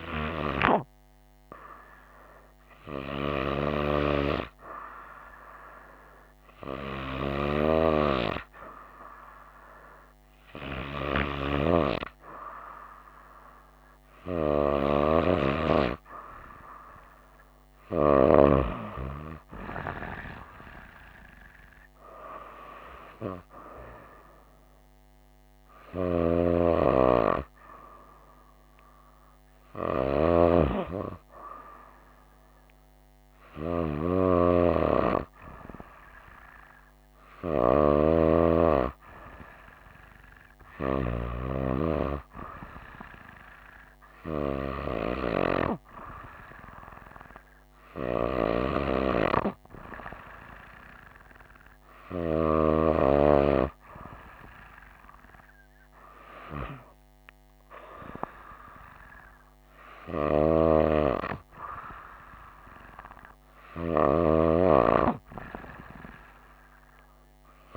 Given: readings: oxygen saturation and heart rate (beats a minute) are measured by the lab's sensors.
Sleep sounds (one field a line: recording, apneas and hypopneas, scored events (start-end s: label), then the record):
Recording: breathing in sleep by a microphone on the trachea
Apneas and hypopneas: none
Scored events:
none scored
From the record:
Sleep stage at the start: N2 (light sleep)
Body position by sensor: on the right side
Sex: female